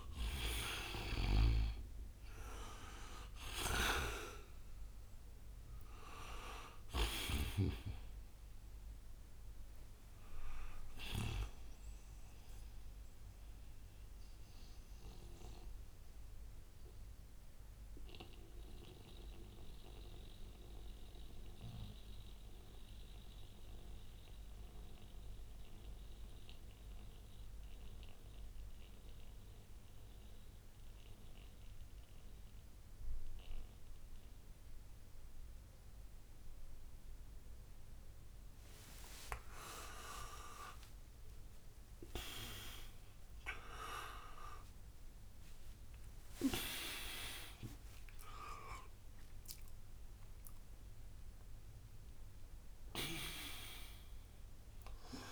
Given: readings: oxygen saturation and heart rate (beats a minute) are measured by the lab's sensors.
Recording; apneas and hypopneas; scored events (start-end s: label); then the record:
breathing in sleep by a room microphone; 1
0.00-1.50 s: arousal
0.00-28.00 s: oxygen desaturation (device-marked, oxygen 83% lowest, heart rate 59 extreme)
0.50-11.00 s: snoring (device-marked)
14.00-38.00 s: mixed apnea (oxygen 98% before, 83% lowest, heart rate 64 before, 66 extreme)
38.00-55.32 s: new sleep stage, N1 (lightest sleep)
40.50-46.00 s: arousal
46.00-55.32 s: oxygen desaturation (device-marked, oxygen 98% before, 90% lowest, heart rate 98 before, 59 extreme)
From the record:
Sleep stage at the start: N2 (light sleep); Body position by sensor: on the right side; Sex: male